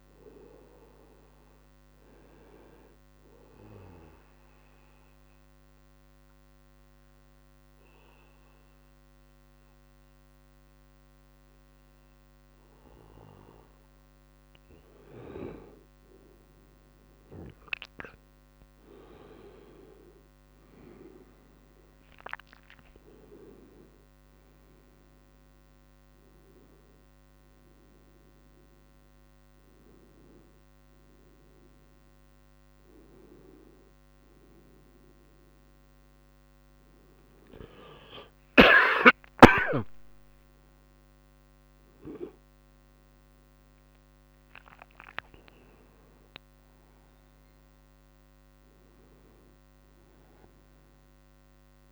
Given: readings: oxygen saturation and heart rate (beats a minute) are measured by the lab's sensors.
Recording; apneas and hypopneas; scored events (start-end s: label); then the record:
breathing in sleep by a microphone on the trachea; 1
3.50-13.50 s: obstructive apnea (oxygen 98% before, 92% lowest, heart rate 80 before, 75 extreme, up 7 after)
14.50-18.00 s: arousal
14.50-51.92 s: new sleep stage, N1 (lightest sleep)
34.50-43.50 s: oxygen desaturation (device-marked, oxygen 96% before, 92% lowest, heart rate 82 before, 81 extreme)
39.00-43.50 s: arousal
From the record:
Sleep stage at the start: N2 (light sleep); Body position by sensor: on the right side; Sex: male